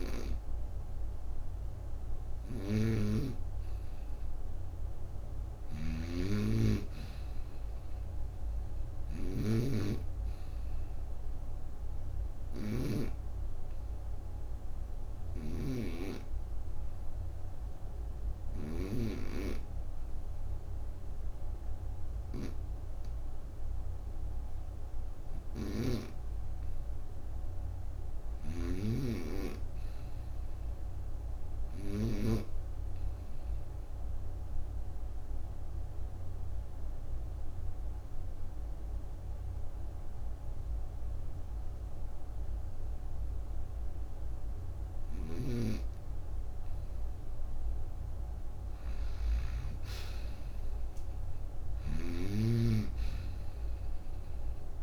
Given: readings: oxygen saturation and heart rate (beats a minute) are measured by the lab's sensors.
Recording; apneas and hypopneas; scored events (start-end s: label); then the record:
breathing in sleep by a room microphone; 2
5.00-18.50 s: snoring (device-marked)
10.50-25.50 s: obstructive apnea (oxygen 97% before, 90% lowest, heart rate 58 before, 30 extreme)
17.50-36.50 s: oxygen desaturation (device-marked, oxygen 94% before, 91% lowest)
27.00-31.00 s: arousal
28.00-32.00 s: snoring (device-marked)
34.00-46.50 s: obstructive apnea (oxygen 94% before, 88% lowest)
45.00-49.50 s: snoring (device-marked)
45.50-54.83 s: oxygen desaturation (device-marked, oxygen 96% before, 91% lowest)
49.00-53.00 s: arousal
51.50-54.83 s: snoring (device-marked)
From the record:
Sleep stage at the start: N2 (light sleep); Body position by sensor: on the right side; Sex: female